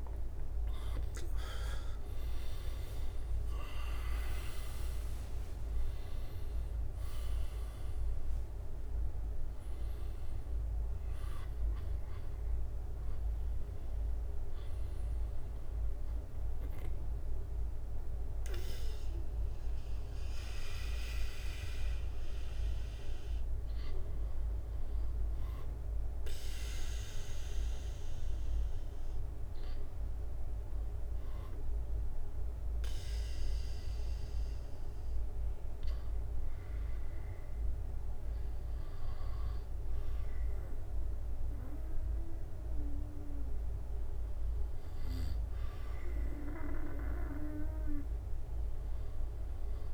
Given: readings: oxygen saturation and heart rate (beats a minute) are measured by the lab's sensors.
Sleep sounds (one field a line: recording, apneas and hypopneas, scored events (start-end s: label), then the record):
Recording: breathing in sleep by a room microphone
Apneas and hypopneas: none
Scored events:
0.00-3.00 s: arousal
0.00-24.50 s: oxygen desaturation (device-marked, oxygen 72% lowest, heart rate 65 extreme)
0.50-17.50 s: drop in pulse transit time (device-marked, heart rate 75 before, 82 extreme)
From the record:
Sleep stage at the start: N2 (light sleep)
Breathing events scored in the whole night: 167 in 4.0 hours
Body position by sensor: on the back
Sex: male